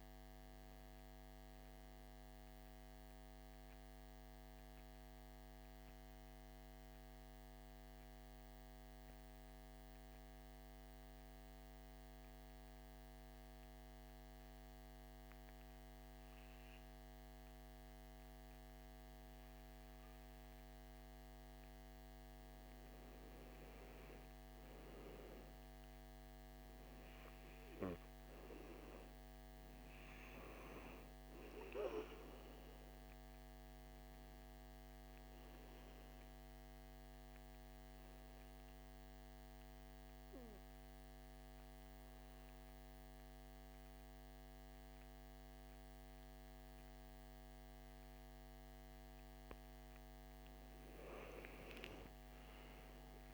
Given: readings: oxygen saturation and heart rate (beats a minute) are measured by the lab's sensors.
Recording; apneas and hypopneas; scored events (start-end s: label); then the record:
breathing in sleep, hard to hear, by a microphone on the trachea; 2
0.00-12.00 s: oxygen desaturation (device-marked, oxygen 88% lowest, heart rate 56 extreme)
2.50-22.00 s: mixed apnea (oxygen 98% before, 87% lowest, heart rate 66 before, 56 extreme, up 3 after)
23.50-26.50 s: arousal
26.00-45.00 s: oxygen desaturation (device-marked, oxygen 99% before, 90% lowest, heart rate 57 before, 56 extreme)
36.00-49.00 s: obstructive apnea (oxygen 99% before, 86% lowest, heart rate 58 before, 56 extreme, up 12 after)
51.00-53.34 s: arousal
From the record:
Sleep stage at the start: N2 (light sleep); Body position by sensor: on the back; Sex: male